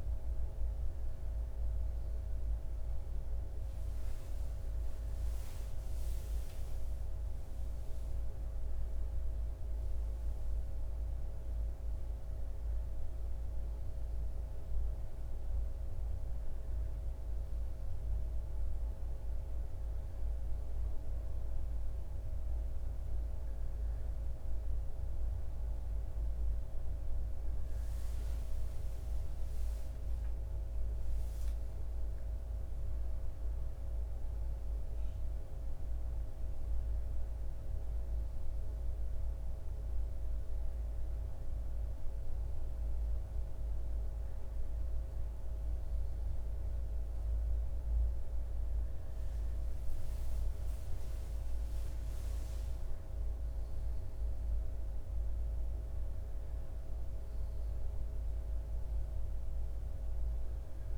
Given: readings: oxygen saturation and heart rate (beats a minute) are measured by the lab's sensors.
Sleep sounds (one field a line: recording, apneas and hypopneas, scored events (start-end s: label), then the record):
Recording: a person partly awake in a sleep study, hard to hear, by a room microphone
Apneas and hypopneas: none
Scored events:
5.50-60.97 s: new sleep stage, N2 (light sleep)
From the record:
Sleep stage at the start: awake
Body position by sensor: on the back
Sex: male